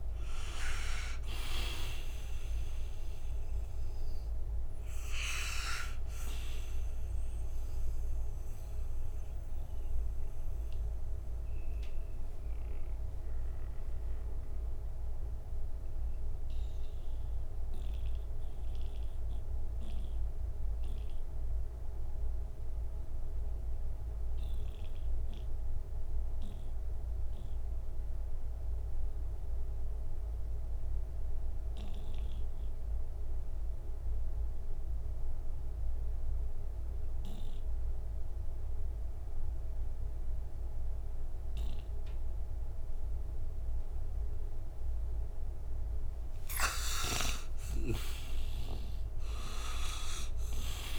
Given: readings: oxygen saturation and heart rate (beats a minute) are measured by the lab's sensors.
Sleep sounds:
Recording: breathing in sleep by a room microphone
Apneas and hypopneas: 1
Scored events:
0.00-27.00 s: oxygen desaturation (device-marked, oxygen 77% lowest, heart rate 58 extreme)
7.50-45.00 s: mixed apnea (oxygen 97% before, 77% lowest, heart rate 67 before, 58 extreme, up 7 after)
43.00-50.99 s: oxygen desaturation (device-marked, oxygen 99% before, 80% lowest, heart rate 63 before, 58 extreme)
46.00-50.99 s: arousal
From the record:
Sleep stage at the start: N2 (light sleep)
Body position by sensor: on the right side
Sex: male

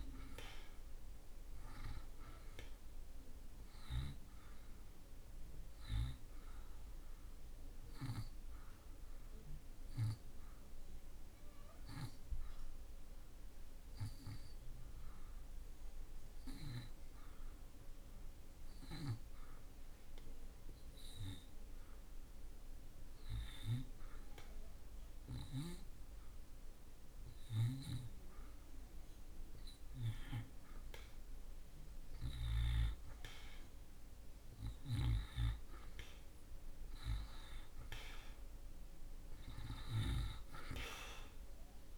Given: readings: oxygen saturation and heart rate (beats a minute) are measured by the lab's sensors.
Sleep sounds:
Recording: breathing in sleep by a room microphone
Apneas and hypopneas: 1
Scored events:
0.00-21.00 s: oxygen desaturation (device-marked, oxygen 84% lowest)
4.50-29.50 s: hypopnea (oxygen 92% before, 84% lowest)
31.00-41.98 s: oxygen desaturation (device-marked, oxygen 95% before, 85% lowest)
32.50-37.50 s: arousal
From the record:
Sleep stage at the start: N2 (light sleep)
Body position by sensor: on the back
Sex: male

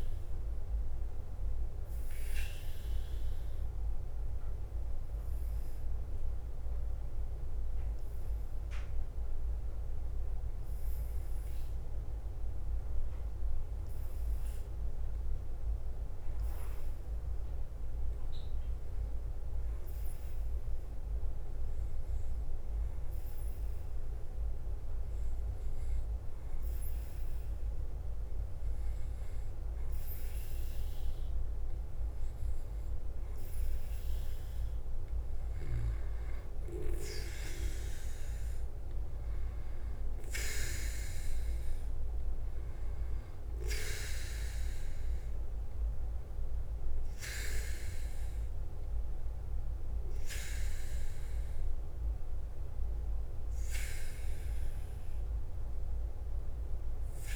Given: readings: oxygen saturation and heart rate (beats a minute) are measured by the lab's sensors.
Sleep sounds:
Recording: breathing in sleep by a room microphone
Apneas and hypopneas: 1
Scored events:
0.00-11.50 s: oxygen desaturation (device-marked, oxygen 95% lowest, heart rate 49 extreme)
0.00-57.36 s: bradycardia (device-marked, heart rate 44 extreme)
3.00-32.00 s: obstructive apnea (oxygen 99% before, 92% lowest, heart rate 52 before, 49 extreme, up 3 after)
34.50-37.50 s: arousal
37.50-57.36 s: oxygen desaturation (device-marked, oxygen 98% before, 92% lowest, heart rate 51 before, 48 extreme)
From the record:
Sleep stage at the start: N2 (light sleep)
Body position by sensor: on the back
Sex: male

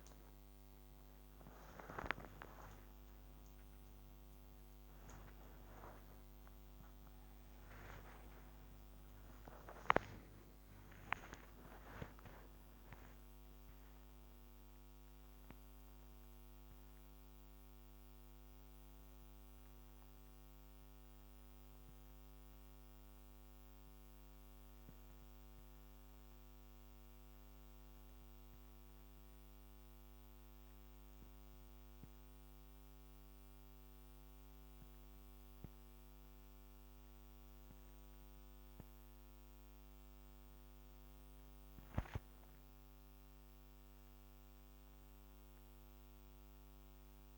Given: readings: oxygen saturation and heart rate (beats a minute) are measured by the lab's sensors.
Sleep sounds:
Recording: a person partly awake in a sleep study, by a microphone on the trachea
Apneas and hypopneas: none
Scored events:
9.00-47.38 s: new sleep stage, N1 (lightest sleep)
From the record:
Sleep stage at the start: awake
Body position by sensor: upright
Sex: female

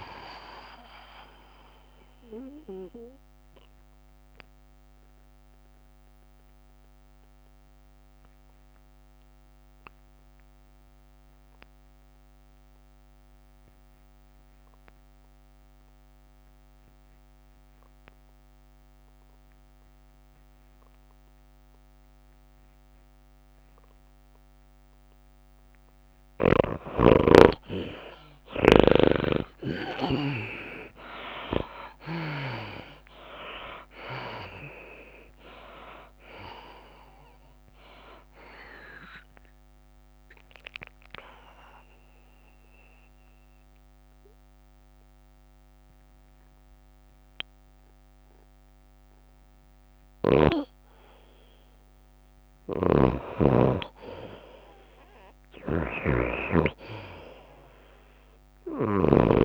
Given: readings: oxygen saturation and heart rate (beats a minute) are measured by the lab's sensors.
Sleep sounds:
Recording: breathing in sleep by a microphone on the trachea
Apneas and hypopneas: 2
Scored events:
0.00-8.00 s: tachycardia (device-marked, heart rate 106 extreme)
0.00-9.00 s: drop in pulse transit time (device-marked, heart rate 98 extreme)
0.00-15.00 s: oxygen desaturation (device-marked, oxygen 78% lowest, heart rate 93 extreme)
3.00-26.50 s: mixed apnea (oxygen 95% before, 75% lowest, heart rate 98 before, 93 extreme, up 10 after)
20.00-53.00 s: oxygen desaturation (device-marked, oxygen 97% before, 75% lowest, heart rate 101 before, 93 extreme)
23.50-25.50 s: long interval between heartbeats (device-marked, heart rate 99 before, 93 extreme)
29.50-33.50 s: arousal
30.00-59.45 s: tachycardia (device-marked, heart rate 101 before, 109 extreme)
33.00-47.00 s: drop in pulse transit time (device-marked, heart rate 96 before, 101 extreme)
41.00-51.50 s: mixed apnea (oxygen 97% before, 75% lowest, heart rate 99 before, 99 extreme)
55.00-58.00 s: arousal
55.00-59.45 s: oxygen desaturation (device-marked, oxygen 98% before, 85% lowest, heart rate 106 before, 95 extreme)
56.50-59.45 s: snoring (device-marked)
From the record:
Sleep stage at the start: N2 (light sleep)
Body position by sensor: on the back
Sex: female

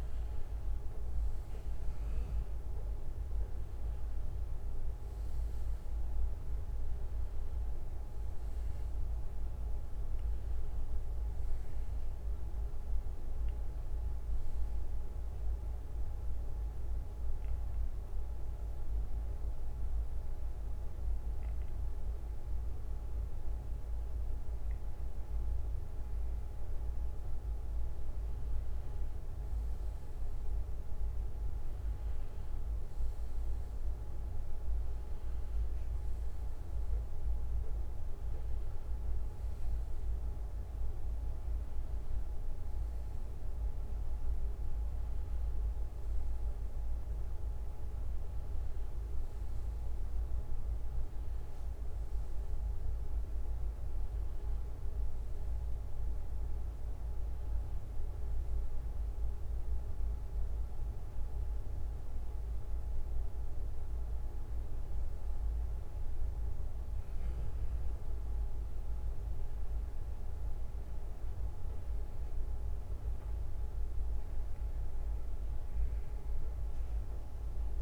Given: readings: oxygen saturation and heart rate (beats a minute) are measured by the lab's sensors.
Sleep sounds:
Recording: breathing in sleep, hard to hear, by a room microphone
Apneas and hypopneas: 1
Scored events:
11.50-28.50 s: bradycardia (device-marked, heart rate 63 before, 57 extreme)
15.00-26.00 s: hypopnea (oxygen 95% before, 93% lowest, heart rate 67 before, 56 extreme, up 7 after)
26.50-77.82 s: new sleep stage, N1 (lightest sleep)
27.50-32.50 s: arousal
70.50-77.82 s: bradycardia (device-marked, heart rate 63 before, 56 extreme)
From the record:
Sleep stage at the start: N2 (light sleep)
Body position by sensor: on the back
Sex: male

